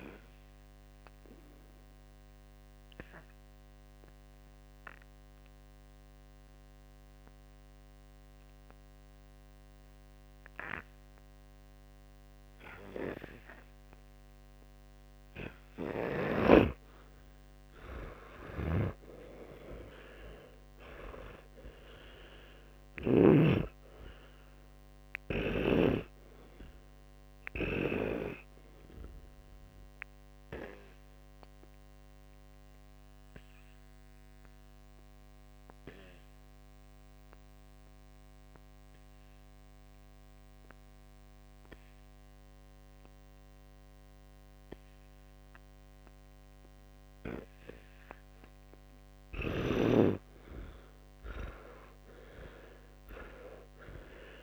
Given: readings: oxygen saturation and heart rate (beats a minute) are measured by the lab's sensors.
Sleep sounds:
breathing in sleep by a microphone on the trachea; 2
0.00-21.50 s: oxygen desaturation (device-marked, oxygen 91% lowest, heart rate 57 extreme)
4.00-15.50 s: obstructive apnea (oxygen 100% before, 91% lowest, heart rate 61 before, 58 extreme, up 32 after)
18.50-23.50 s: snoring (device-marked)
22.50-26.00 s: arousal
32.00-48.00 s: obstructive apnea (oxygen 99% before, 89% lowest, heart rate 74 before, 57 extreme, up 19 after)
49.50-54.42 s: snoring (device-marked)
50.50-54.42 s: arousal
From the record:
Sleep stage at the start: N2 (light sleep); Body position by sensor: on the back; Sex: male

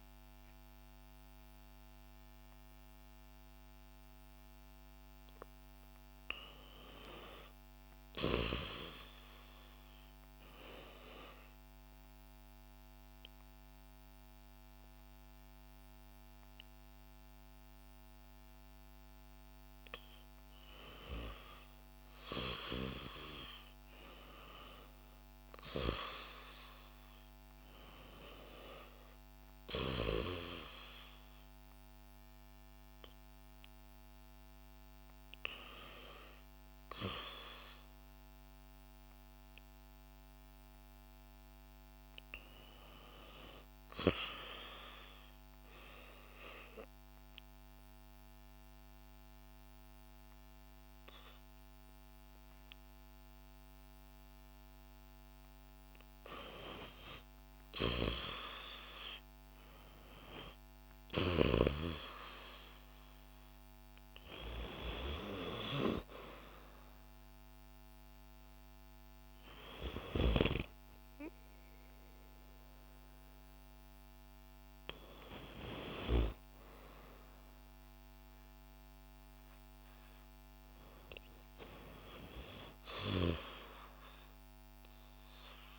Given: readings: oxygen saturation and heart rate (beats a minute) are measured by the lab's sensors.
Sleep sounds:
breathing in sleep by a microphone on the trachea; 2
0.00-6.50 s: oxygen desaturation (device-marked, oxygen 89% lowest, heart rate 65 extreme)
11.00-21.00 s: obstructive apnea (oxygen 94% before, 88% lowest, heart rate 66 before, 68 extreme, up 2 after)
14.50-21.50 s: oxygen desaturation (device-marked, oxygen 91% before, 88% lowest, heart rate 66 before, 68 extreme)
23.50-27.50 s: arousal
27.50-39.50 s: oxygen desaturation (device-marked, oxygen 91% before, 88% lowest, heart rate 69 before, 71 extreme)
45.50-55.50 s: obstructive apnea (oxygen 92% before, 89% lowest, heart rate 71 before, 71 extreme, up 2 after)
57.00-60.50 s: arousal
64.50-70.50 s: oxygen desaturation (device-marked, oxygen 92% before, 89% lowest, heart rate 74 before, 66 extreme)
From the record:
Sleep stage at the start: REM sleep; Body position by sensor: on the back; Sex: female

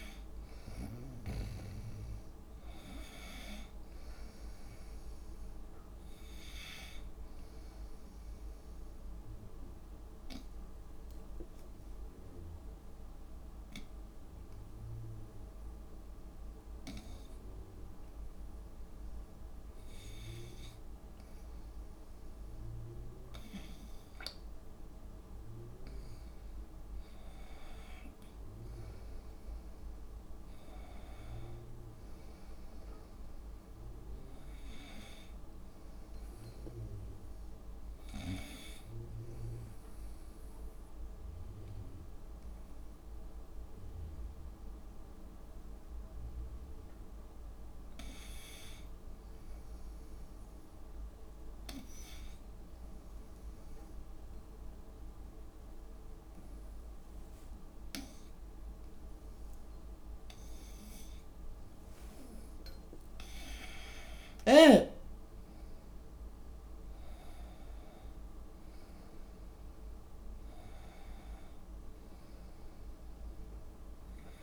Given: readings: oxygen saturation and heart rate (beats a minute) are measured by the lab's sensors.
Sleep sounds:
breathing in sleep by a room microphone; 2
0.00-2.50 s: arousal
0.00-16.50 s: oxygen desaturation (device-marked, oxygen 86% lowest, heart rate 59 extreme)
7.00-20.50 s: obstructive apnea (oxygen 96% before, 86% lowest, heart rate 70 before, 59 extreme, up 9 after)
22.50-26.00 s: arousal
37.00-39.00 s: long interval between heartbeats (device-marked, heart rate 67 before, 77 extreme)
41.50-43.50 s: long interval between heartbeats (device-marked, heart rate 71 before, 80 extreme)
44.50-48.00 s: arousal
50.50-61.50 s: obstructive apnea (oxygen 97% before, 90% lowest, heart rate 73 before, 66 extreme, up 16 after)
64.50-68.50 s: arousal
65.00-67.00 s: long interval between heartbeats (device-marked, heart rate 66 before, 79 extreme)
From the record:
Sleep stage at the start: N2 (light sleep); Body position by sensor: on the right side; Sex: female

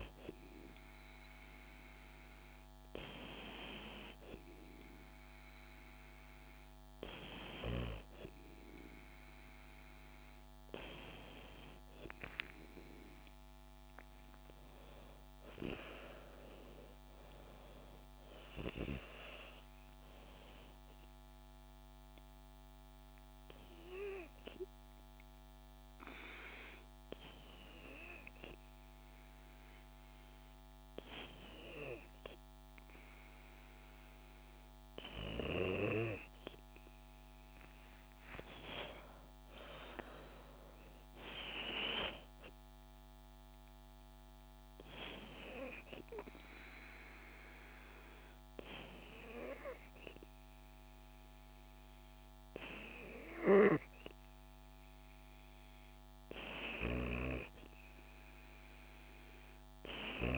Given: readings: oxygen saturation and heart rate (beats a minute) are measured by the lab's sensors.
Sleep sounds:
breathing in sleep by a microphone on the trachea; 2
12.50-16.50 s: arousal
22.50-35.50 s: hypopnea (oxygen 96% before, 95% lowest, heart rate 78 before, 64 extreme, up 10 after)
38.00-41.50 s: arousal
44.50-55.00 s: hypopnea (oxygen 97% before, 95% lowest, heart rate 71 before, 64 extreme, up 36 after)
From the record:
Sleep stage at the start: N2 (light sleep); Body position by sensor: on the back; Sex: female

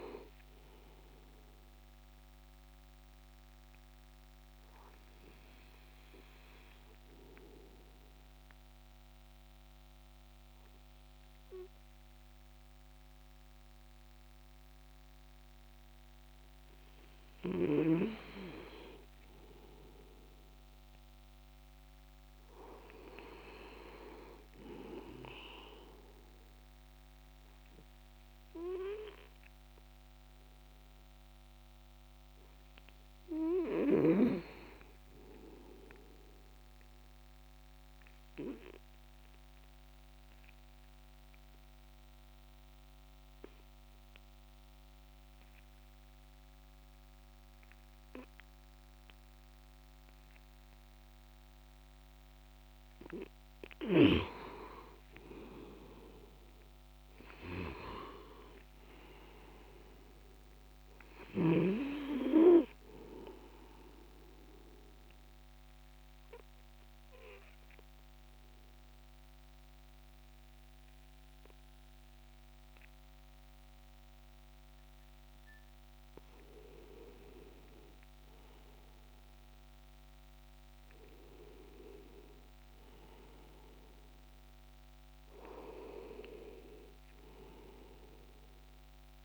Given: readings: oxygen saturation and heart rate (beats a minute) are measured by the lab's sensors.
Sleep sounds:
breathing in sleep by a microphone on the trachea; 3
0.00-13.50 s: oxygen desaturation (device-marked, oxygen 90% lowest, heart rate 58 extreme)
2.50-16.00 s: obstructive apnea (oxygen 99% before, 90% lowest, heart rate 78 before, 58 extreme, up 4 after)
17.50-22.50 s: arousal
36.50-53.00 s: obstructive apnea (oxygen 99% before, 93% lowest, heart rate 61 before, 57 extreme, up 14 after)
54.50-58.50 s: arousal
56.50-79.50 s: oxygen desaturation (device-marked, oxygen 97% before, 93% lowest, heart rate 62 before, 60 extreme)
64.00-75.00 s: obstructive apnea (oxygen 98% before, 93% lowest, heart rate 64 before, 62 extreme, up 14 after)
77.50-82.00 s: arousal
From the record:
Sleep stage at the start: N2 (light sleep); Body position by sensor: on the back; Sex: male

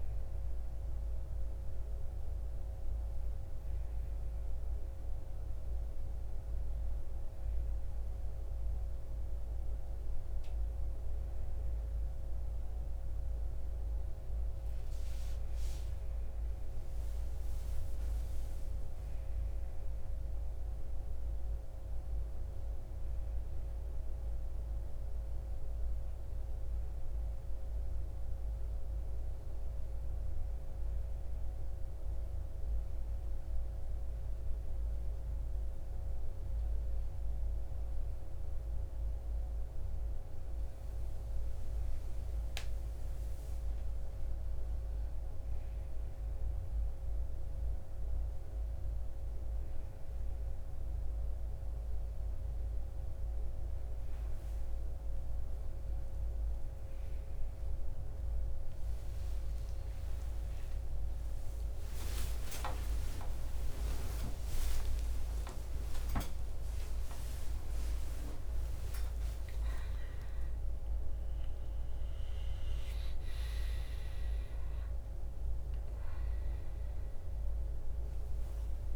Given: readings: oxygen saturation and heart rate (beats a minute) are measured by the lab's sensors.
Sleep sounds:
breathing in sleep, hard to hear, by a room microphone; none
62.00-78.96 s: new sleep stage, awake
From the record:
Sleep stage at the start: N1 (lightest sleep); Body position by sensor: on the right side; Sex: male

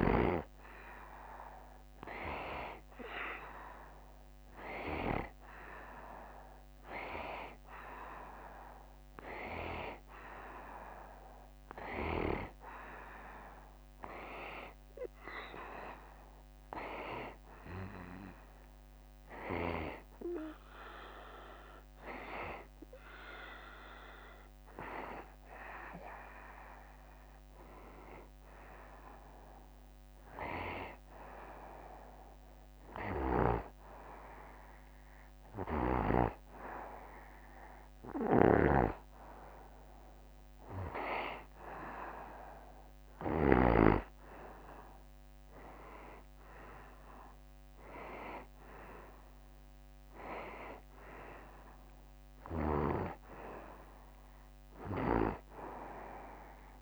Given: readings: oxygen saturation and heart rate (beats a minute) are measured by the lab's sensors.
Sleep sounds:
breathing in sleep by a microphone on the trachea; none
35.50-43.50 s: snoring (device-marked)
From the record:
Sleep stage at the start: N2 (light sleep); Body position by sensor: on the right side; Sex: male

